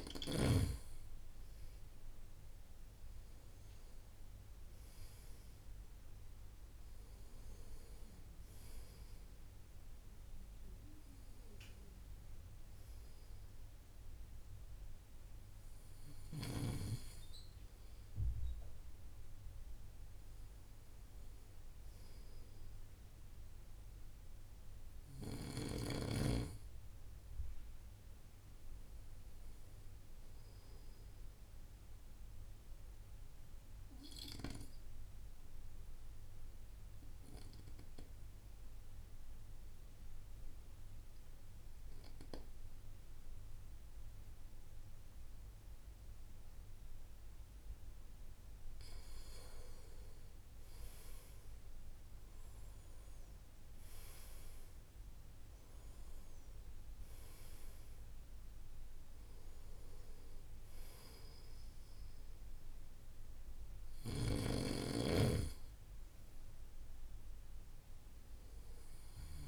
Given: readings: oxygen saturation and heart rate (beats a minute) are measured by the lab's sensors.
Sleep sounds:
breathing in sleep by a room microphone; 1
0.00-2.50 s: arousal
33.00-49.00 s: obstructive apnea (oxygen 95% before, 89% lowest, heart rate 59 before, 55 extreme, up 1 after)
49.00-69.48 s: oxygen desaturation (device-marked, oxygen 95% before, 89% lowest, heart rate 60 before, 55 extreme)
51.00-55.50 s: arousal
From the record:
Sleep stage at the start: N2 (light sleep); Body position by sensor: on the right side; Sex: male

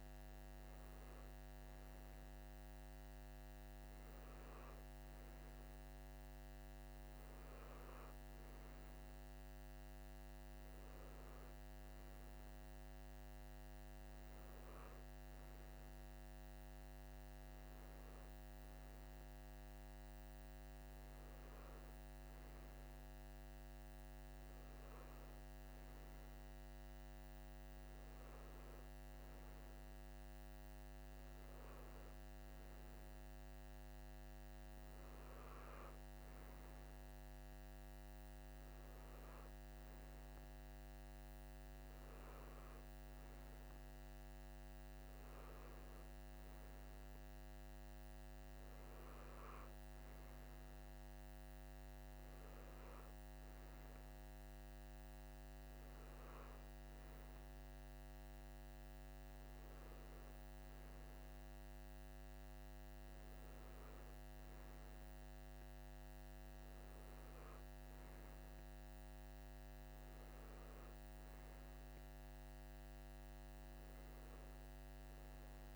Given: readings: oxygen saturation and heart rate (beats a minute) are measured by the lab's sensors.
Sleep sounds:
breathing in sleep, hard to hear, by a microphone on the trachea; none
none scored
From the record:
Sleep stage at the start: N3 (deep sleep); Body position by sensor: on the right side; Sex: male

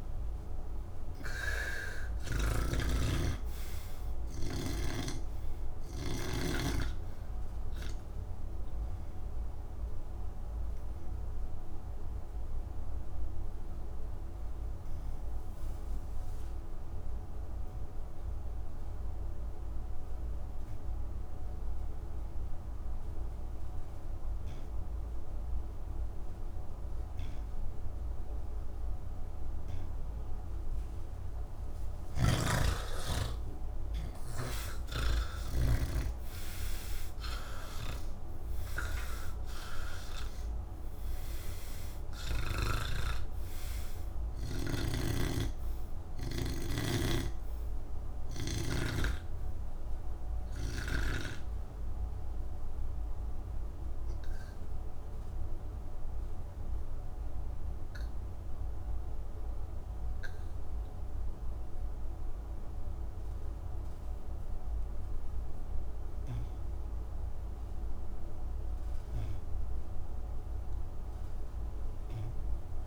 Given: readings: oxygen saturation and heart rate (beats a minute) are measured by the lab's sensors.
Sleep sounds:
breathing in sleep by a room microphone; none
0.00-6.00 s: snoring (device-marked)
0.00-20.00 s: oxygen desaturation (device-marked, oxygen 80% lowest)
30.00-42.00 s: oxygen desaturation (device-marked, oxygen 99% before, 90% lowest, heart rate 37 before, 69 extreme)
31.50-35.00 s: snoring (device-marked)
44.00-59.00 s: oxygen desaturation (device-marked, oxygen 94% before, 82% lowest, heart rate 88 before, 68 extreme)
44.50-48.50 s: snoring (device-marked)
From the record:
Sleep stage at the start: N3 (deep sleep); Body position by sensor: on the back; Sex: male

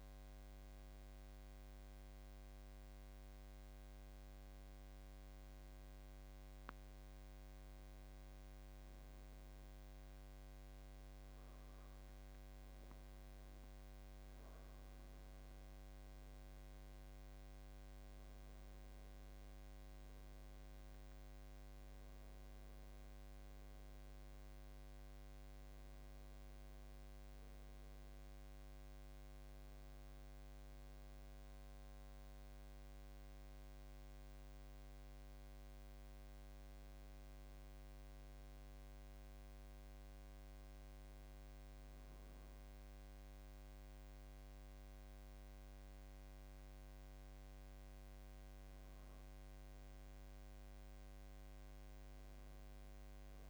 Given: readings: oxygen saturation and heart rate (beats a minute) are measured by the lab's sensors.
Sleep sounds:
breathing in sleep, hard to hear, by a microphone on the trachea; 2
0.50-15.00 s: hypopnea (oxygen 96% before, 91% lowest, heart rate 85 before, 77 extreme, up 7 after)
17.00-20.50 s: arousal
18.00-36.00 s: oxygen desaturation (device-marked, oxygen 94% before, 91% lowest, heart rate 81 before, 77 extreme)
20.00-53.50 s: new sleep stage, N2 (light sleep)
31.50-48.50 s: hypopnea (oxygen 95% before, 91% lowest, heart rate 84 before, 78 extreme, up 6 after)
50.00-53.50 s: arousal
From the record:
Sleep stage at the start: N1 (lightest sleep); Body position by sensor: on the back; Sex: male

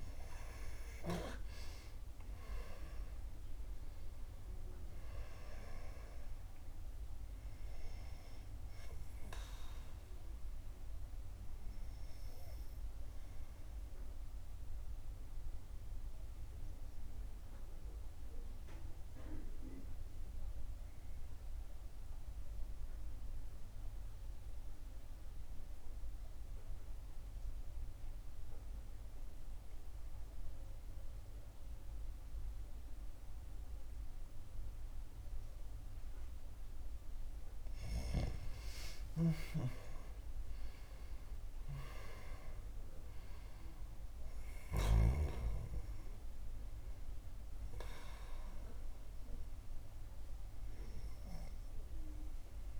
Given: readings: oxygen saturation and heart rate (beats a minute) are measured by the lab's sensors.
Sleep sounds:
breathing in sleep by a room microphone; 1
0.00-3.50 s: arousal
14.50-36.50 s: obstructive apnea (oxygen 97% before, 90% lowest, heart rate 65 before, 51 extreme, up 11 after)
17.00-19.00 s: long interval between heartbeats (device-marked, heart rate 65 before, 54 extreme)
20.00-34.00 s: oxygen desaturation (device-marked, oxygen 95% before, 90% lowest, heart rate 64 before, 55 extreme)
38.50-43.50 s: arousal
From the record:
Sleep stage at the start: N2 (light sleep); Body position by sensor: on the back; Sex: female

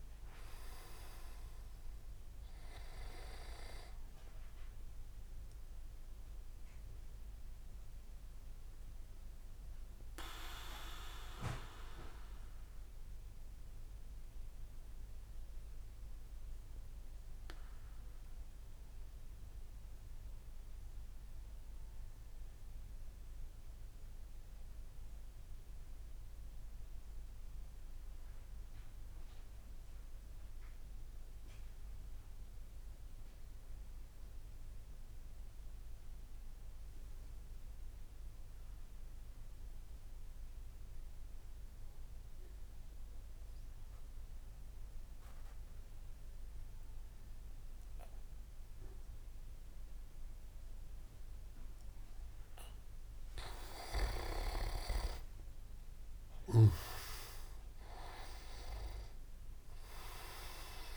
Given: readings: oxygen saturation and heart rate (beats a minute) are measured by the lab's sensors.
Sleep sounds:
breathing in sleep by a room microphone; 1
0.00-7.50 s: oxygen desaturation (device-marked, oxygen 93% lowest)
8.50-52.00 s: mixed apnea (oxygen 98% before, 91% lowest)
44.50-60.97 s: oxygen desaturation (device-marked, oxygen 99% before, 91% lowest)
51.50-60.97 s: tachycardia (device-marked)
53.50-57.50 s: leg movement (device-marked)
54.50-58.00 s: arousal
From the record:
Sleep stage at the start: N2 (light sleep); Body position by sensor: on the back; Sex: male

